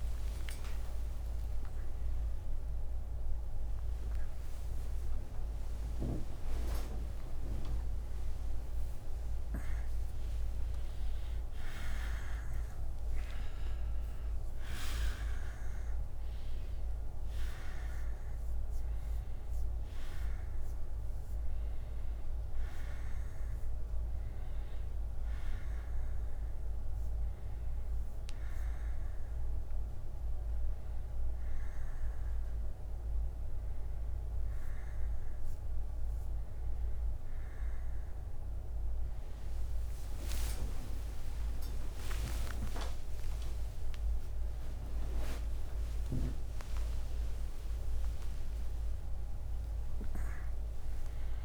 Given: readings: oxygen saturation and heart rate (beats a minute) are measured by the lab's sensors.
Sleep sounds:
a person awake in a sleep study, by a room microphone; none
15.00-33.00 s: oxygen desaturation (device-marked, oxygen 95% before, 89% lowest, heart rate 90 before, 42 extreme)
21.00-36.00 s: bradycardia (device-marked, heart rate 66 before, 45 extreme)
48.00-51.45 s: new sleep stage, N1 (lightest sleep)
From the record:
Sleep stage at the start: awake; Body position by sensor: on the back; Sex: male

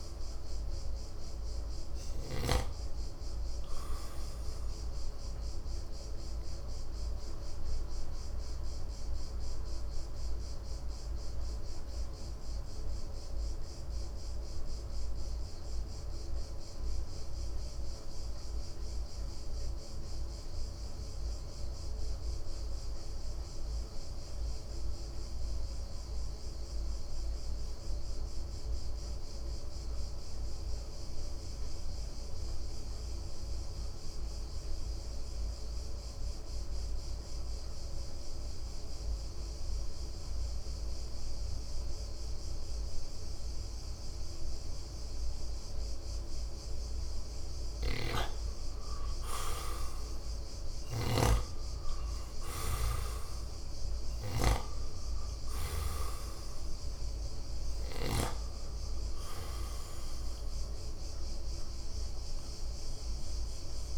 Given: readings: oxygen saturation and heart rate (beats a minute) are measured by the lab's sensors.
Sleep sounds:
breathing in sleep by a room microphone; 1
0.00-3.00 s: snoring (device-marked)
0.00-18.50 s: oxygen desaturation (device-marked, oxygen 82% lowest, heart rate 56 extreme)
7.00-47.50 s: mixed apnea (oxygen 95% before, 82% lowest, heart rate 64 before, 53 extreme, up 7 after)
35.50-63.98 s: oxygen desaturation (device-marked, oxygen 98% before, 85% lowest, heart rate 57 before, 52 extreme)
49.50-53.00 s: arousal
51.00-56.00 s: snoring (device-marked)
From the record:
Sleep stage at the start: N2 (light sleep); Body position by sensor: on the right side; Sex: male

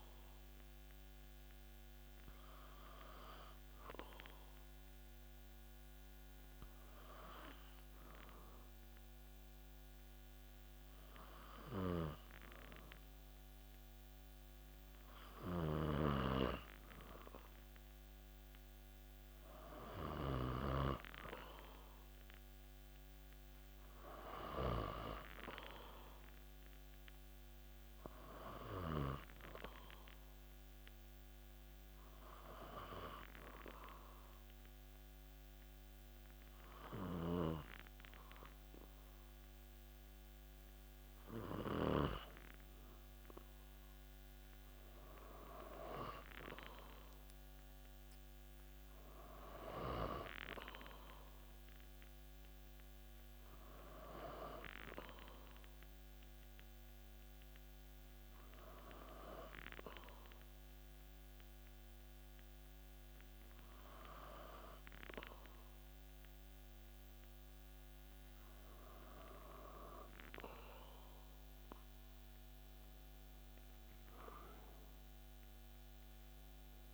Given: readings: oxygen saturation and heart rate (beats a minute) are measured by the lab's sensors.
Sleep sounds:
breathing in sleep by a microphone on the trachea; 3
5.50-20.00 s: hypopnea (oxygen 95% before, 92% lowest)
22.00-42.00 s: oxygen desaturation (device-marked, oxygen 95% before, 92% lowest)
24.00-28.00 s: arousal
32.50-44.00 s: obstructive apnea (oxygen 95% before, 92% lowest)
47.00-51.00 s: arousal
56.50-70.00 s: hypopnea (oxygen 96% before, 93% lowest)
71.50-76.00 s: arousal
From the record:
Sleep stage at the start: N2 (light sleep); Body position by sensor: on the back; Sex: male

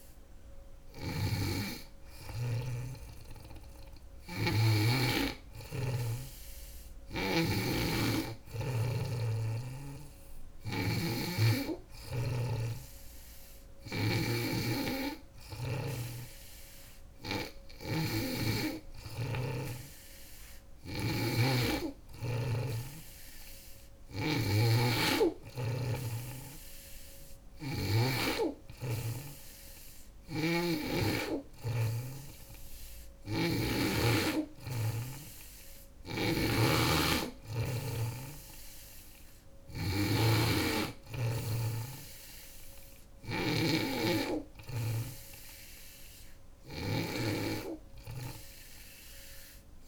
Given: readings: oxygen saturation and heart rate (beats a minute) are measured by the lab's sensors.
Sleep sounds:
breathing in sleep by a room microphone; none
0.00-7.00 s: snoring (device-marked)
11.50-15.00 s: snoring (device-marked)
17.00-33.00 s: snoring (device-marked)
35.00-49.50 s: snoring (device-marked)
From the record:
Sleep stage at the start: N2 (light sleep); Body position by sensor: on the back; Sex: female

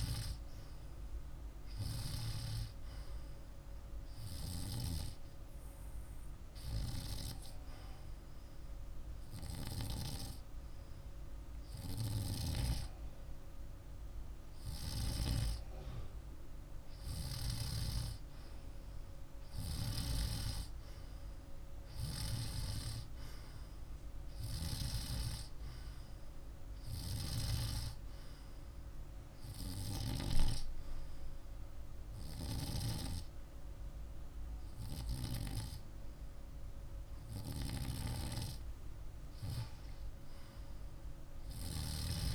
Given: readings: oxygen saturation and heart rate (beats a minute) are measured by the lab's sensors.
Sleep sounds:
breathing in sleep by a room microphone; 2
3.00-14.00 s: hypopnea (oxygen 97% before, 94% lowest, heart rate 51 before, 50 extreme, up 1 after)
16.50-20.50 s: arousal
27.50-37.50 s: hypopnea (oxygen 97% before, 94% lowest, heart rate 52 before, 50 extreme, up 2 after)
From the record:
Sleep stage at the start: N2 (light sleep); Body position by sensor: on the back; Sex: male

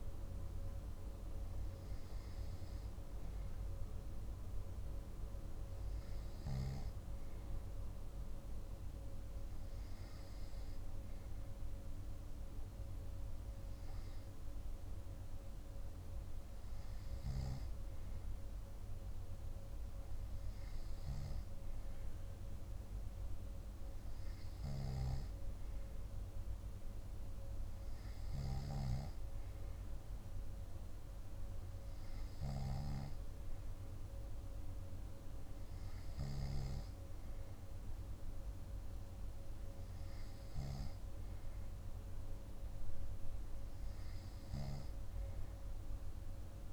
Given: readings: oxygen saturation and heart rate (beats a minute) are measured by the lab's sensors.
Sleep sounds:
breathing in sleep by a room microphone; none
none scored
From the record:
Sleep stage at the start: N2 (light sleep); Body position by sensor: on the back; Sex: male

